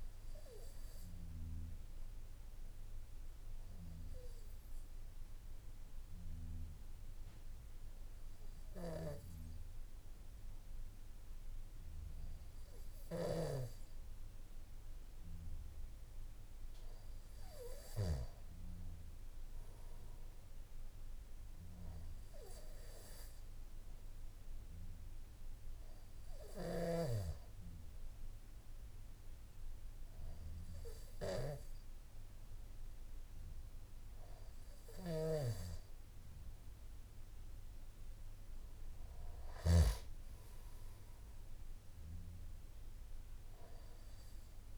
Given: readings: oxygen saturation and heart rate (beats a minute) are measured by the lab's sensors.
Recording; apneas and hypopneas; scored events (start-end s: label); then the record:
breathing in sleep by a room microphone; 1
2.00-15.00 s: obstructive apnea (oxygen 96% before, 94% lowest, heart rate 54 before, 52 extreme, up 8 after)
From the record:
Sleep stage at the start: N1 (lightest sleep); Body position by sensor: on the back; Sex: male